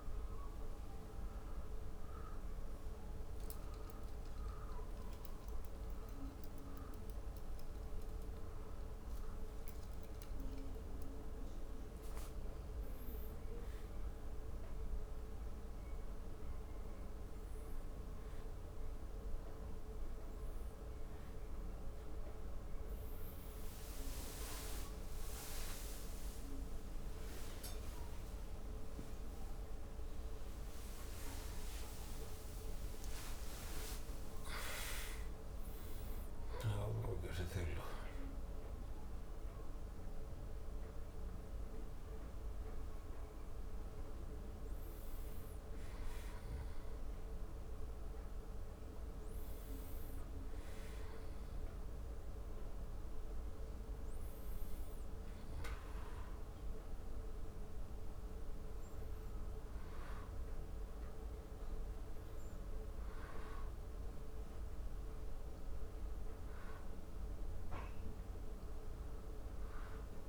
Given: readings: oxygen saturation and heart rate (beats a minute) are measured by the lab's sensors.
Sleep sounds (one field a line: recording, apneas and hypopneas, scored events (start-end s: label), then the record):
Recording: breathing in sleep, hard to hear, by a room microphone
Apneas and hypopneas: none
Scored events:
24.00-31.00 s: arousal
28.00-30.00 s: long interval between heartbeats (device-marked, heart rate 89 before, 100 extreme)
From the record:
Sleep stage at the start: N1 (lightest sleep)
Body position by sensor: on the back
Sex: male